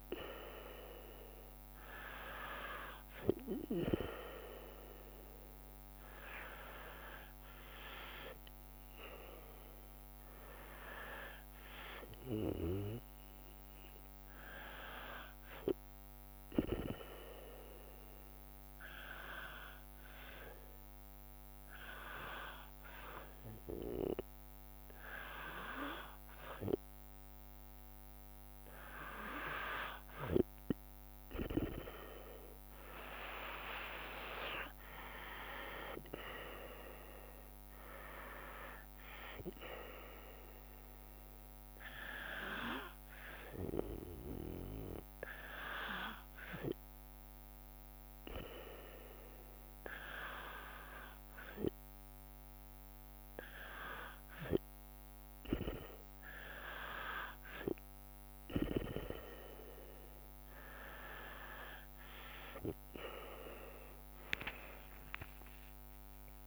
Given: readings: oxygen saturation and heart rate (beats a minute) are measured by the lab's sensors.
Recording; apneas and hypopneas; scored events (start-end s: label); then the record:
breathing in sleep by a microphone on the trachea; 1
19.00-29.50 s: hypopnea (oxygen 95% before, 93% lowest, heart rate 75 before, 69 extreme, up 9 after)
32.50-45.50 s: drop in pulse transit time (device-marked, heart rate 73 before, 69 extreme)
33.00-37.00 s: arousal
34.50-52.50 s: oxygen desaturation (device-marked, oxygen 96% before, 93% lowest, heart rate 73 before, 69 extreme)
64.00-66.47 s: arousal
64.50-66.47 s: drop in pulse transit time (device-marked, heart rate 72 before, 79 extreme)
64.50-66.47 s: tachycardia (device-marked, heart rate 77 before, 130 extreme)
From the record:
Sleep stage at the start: N2 (light sleep); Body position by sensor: on the back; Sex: female